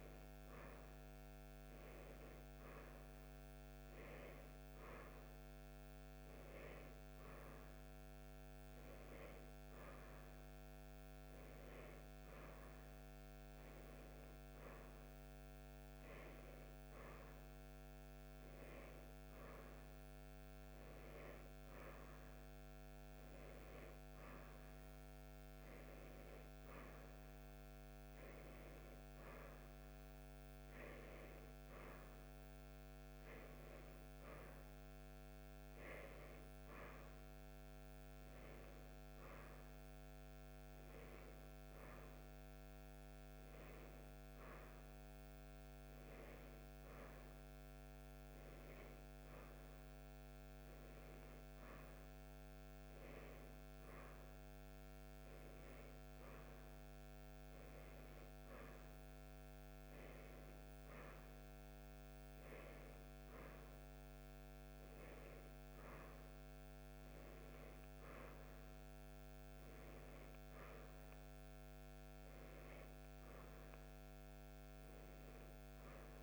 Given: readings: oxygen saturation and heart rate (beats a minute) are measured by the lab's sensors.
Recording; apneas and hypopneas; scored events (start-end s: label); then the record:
breathing in sleep, hard to hear, by a microphone on the trachea; none
none scored
From the record:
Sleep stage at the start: N1 (lightest sleep); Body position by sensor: on the right side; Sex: female